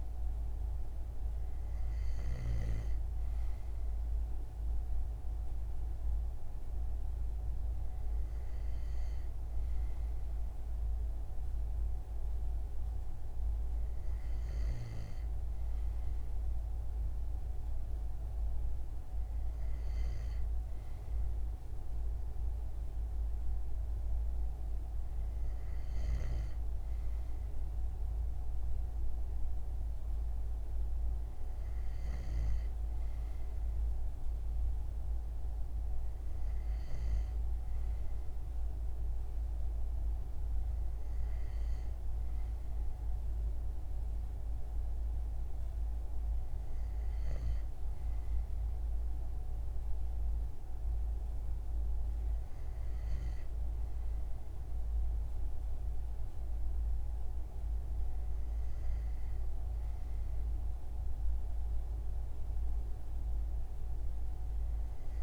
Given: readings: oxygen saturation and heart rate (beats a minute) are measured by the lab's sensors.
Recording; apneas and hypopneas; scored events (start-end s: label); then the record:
breathing in sleep, hard to hear, by a room microphone; none
none scored
From the record:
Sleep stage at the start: N2 (light sleep); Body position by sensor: on the front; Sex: male